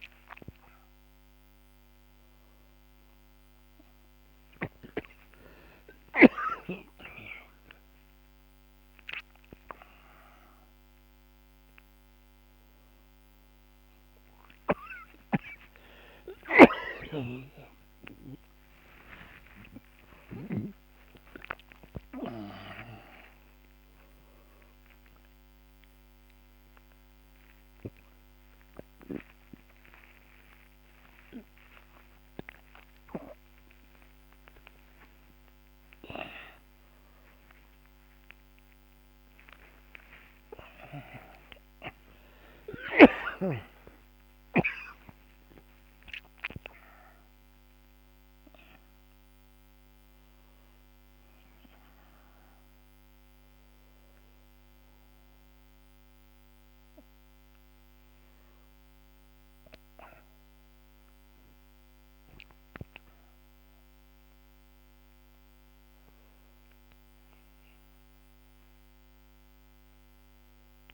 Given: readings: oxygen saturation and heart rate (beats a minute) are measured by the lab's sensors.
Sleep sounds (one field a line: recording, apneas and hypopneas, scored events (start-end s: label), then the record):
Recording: a person awake in a sleep study, by a microphone on the trachea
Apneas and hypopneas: none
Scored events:
0.00-24.00 s: oxygen desaturation (device-marked, oxygen 91% lowest, heart rate 61 extreme)
20.00-45.00 s: tachycardia (device-marked, heart rate 59 before, 209 extreme)
60.00-70.94 s: new sleep stage, N2 (light sleep)
From the record:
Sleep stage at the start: awake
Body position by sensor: on the back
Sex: male